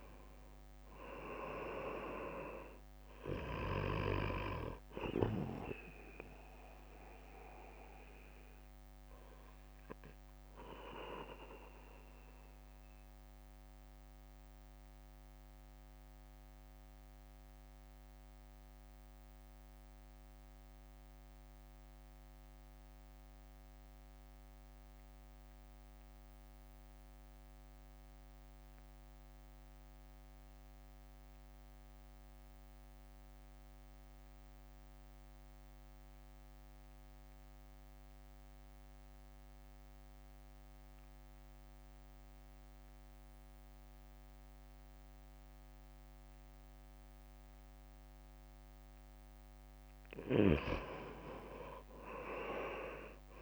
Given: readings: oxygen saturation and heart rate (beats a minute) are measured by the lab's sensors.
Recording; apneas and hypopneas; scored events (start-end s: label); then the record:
breathing in sleep by a microphone on the trachea; 1
0.00-13.50 s: drop in pulse transit time (device-marked, heart rate 55 extreme)
0.00-32.50 s: oxygen desaturation (device-marked, oxygen 82% lowest, heart rate 53 extreme)
9.00-49.00 s: mixed apnea (oxygen 97% before, 82% lowest, heart rate 59 before, 54 extreme, up 7 after)
50.50-53.42 s: drop in pulse transit time (device-marked, heart rate 61 before, 55 extreme)
51.50-53.42 s: oxygen desaturation (device-marked, oxygen 96% before, 91% lowest, heart rate 61 before, 55 extreme)
52.00-53.42 s: arousal
From the record:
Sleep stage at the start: REM sleep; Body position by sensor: on the right side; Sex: male